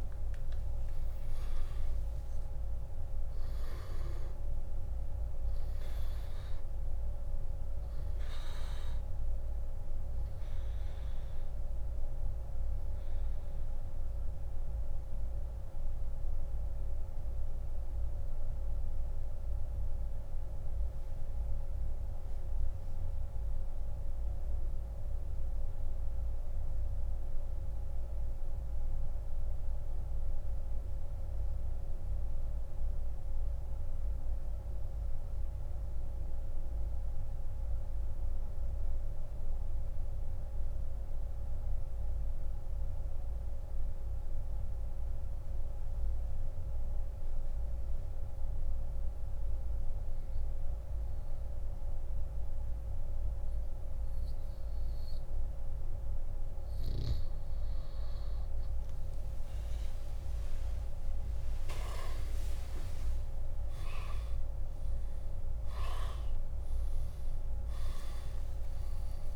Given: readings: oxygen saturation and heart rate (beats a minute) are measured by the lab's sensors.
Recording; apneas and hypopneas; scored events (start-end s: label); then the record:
breathing in sleep, hard to hear, by a room microphone; 1
1.50-11.50 s: oxygen desaturation (device-marked, oxygen 98% before, 91% lowest)
15.00-56.00 s: mixed apnea (oxygen 98% before, 88% lowest)
30.50-49.50 s: oxygen desaturation (device-marked, oxygen 95% before, 88% lowest, heart rate 34 before, 28 extreme)
59.00-63.50 s: arousal
61.50-69.36 s: oxygen desaturation (device-marked, oxygen 98% before, 91% lowest, heart rate 54 before, 57 extreme)
From the record:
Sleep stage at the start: N2 (light sleep); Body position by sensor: on the back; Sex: male